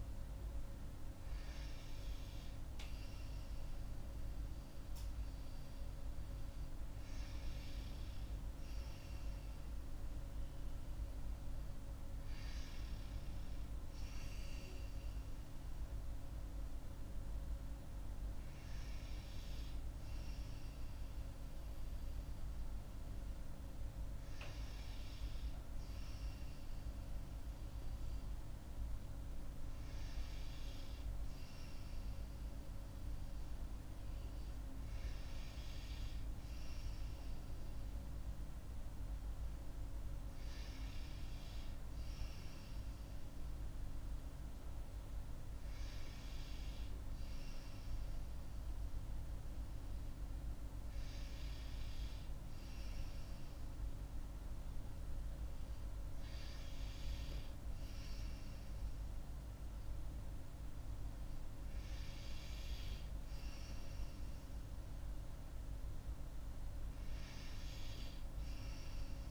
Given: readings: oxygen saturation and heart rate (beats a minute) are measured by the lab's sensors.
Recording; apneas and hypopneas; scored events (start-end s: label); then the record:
breathing in sleep, hard to hear, by a room microphone; none
none scored
From the record:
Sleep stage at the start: N2 (light sleep); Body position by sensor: on the right side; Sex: female